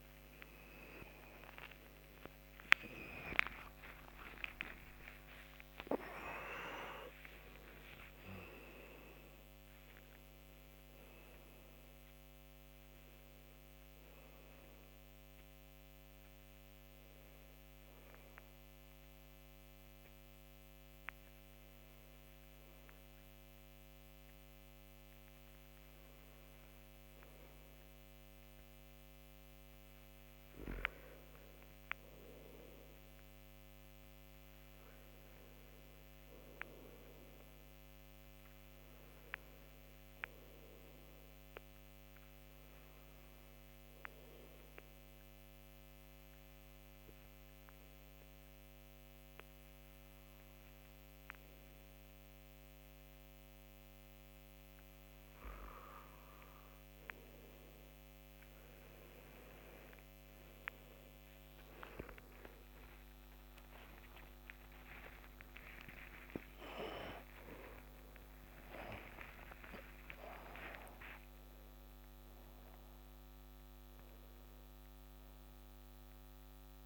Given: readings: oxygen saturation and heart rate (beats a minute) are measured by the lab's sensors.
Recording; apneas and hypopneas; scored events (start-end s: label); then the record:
breathing in sleep by a microphone on the trachea; 2
0.00-4.00 s: arousal
0.00-34.00 s: oxygen desaturation (device-marked, oxygen 81% lowest)
14.50-29.00 s: hypopnea (oxygen 98% before, 81% lowest)
32.00-36.00 s: arousal
40.50-54.50 s: obstructive apnea (oxygen 99% before, 90% lowest)
45.00-56.00 s: oxygen desaturation (device-marked, oxygen 99% before, 94% lowest)
55.00-76.86 s: new sleep stage, N1 (lightest sleep)
62.50-68.00 s: arousal
66.00-74.00 s: oxygen desaturation (device-marked, oxygen 96% before, 90% lowest)
From the record:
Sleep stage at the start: REM sleep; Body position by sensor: on the back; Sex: male